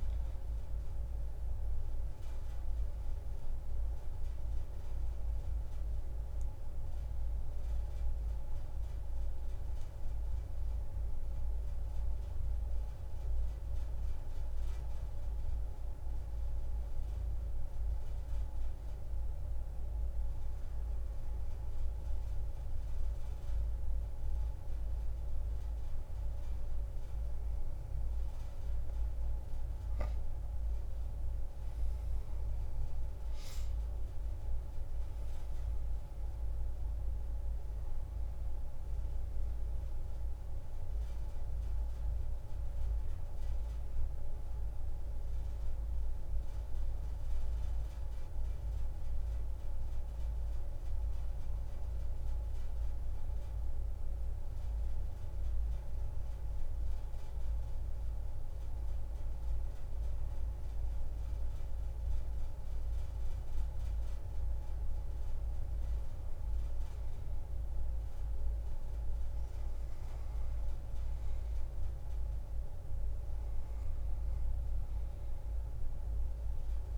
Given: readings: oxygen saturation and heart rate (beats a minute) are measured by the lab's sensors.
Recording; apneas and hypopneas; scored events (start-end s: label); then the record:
breathing in sleep, hard to hear, by a room microphone; 1
0.00-10.00 s: oxygen desaturation (device-marked, oxygen 92% lowest)
11.00-14.50 s: arousal
17.50-29.00 s: hypopnea (oxygen 97% before, 90% lowest)
29.00-53.00 s: oxygen desaturation (device-marked, oxygen 96% before, 90% lowest)
30.50-34.50 s: arousal
68.00-76.98 s: oxygen desaturation (device-marked, oxygen 97% before, 92% lowest)
72.50-76.50 s: arousal
From the record:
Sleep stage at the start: N2 (light sleep); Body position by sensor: on the back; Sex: female